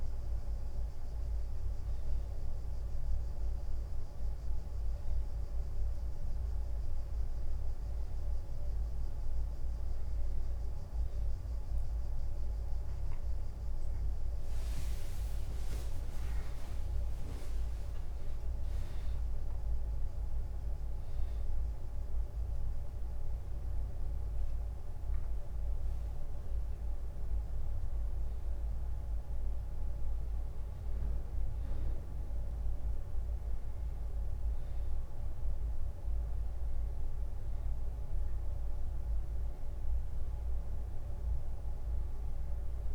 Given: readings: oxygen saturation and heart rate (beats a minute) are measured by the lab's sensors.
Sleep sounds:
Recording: a person awake in a sleep study, hard to hear, by a room microphone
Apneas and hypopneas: none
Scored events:
17.00-23.00 s: tachycardia (device-marked, heart rate 98 before, 102 extreme)
17.00-29.00 s: drop in pulse transit time (device-marked, heart rate 94 before, 99 extreme)
30.00-42.95 s: new sleep stage, N1 (lightest sleep)
From the record:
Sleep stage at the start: awake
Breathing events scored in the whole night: 193 in 2.7 hours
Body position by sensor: on the back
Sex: male

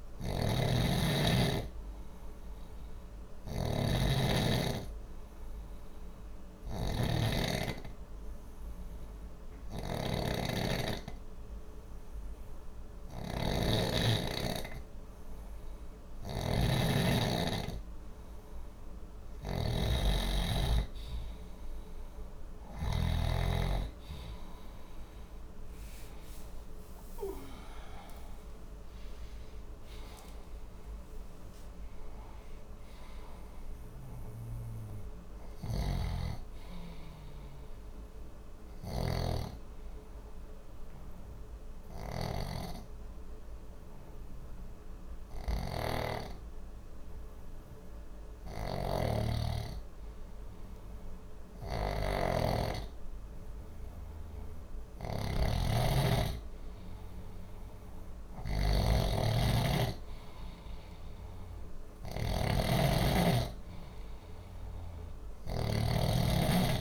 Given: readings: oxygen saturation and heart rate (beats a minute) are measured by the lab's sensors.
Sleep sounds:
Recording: breathing in sleep by a room microphone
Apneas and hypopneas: 2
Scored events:
0.00-23.00 s: snoring (device-marked)
4.00-17.50 s: obstructive apnea (oxygen 94% before, 91% lowest, heart rate 61 before, 61 extreme, up 1 after)
26.50-32.00 s: arousal
35.00-66.81 s: snoring (device-marked)
39.50-53.00 s: hypopnea (oxygen 94% before, 91% lowest, heart rate 63 before, 59 extreme, up 4 after)
55.50-59.00 s: arousal
From the record:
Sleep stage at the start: N2 (light sleep)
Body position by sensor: on the back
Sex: male

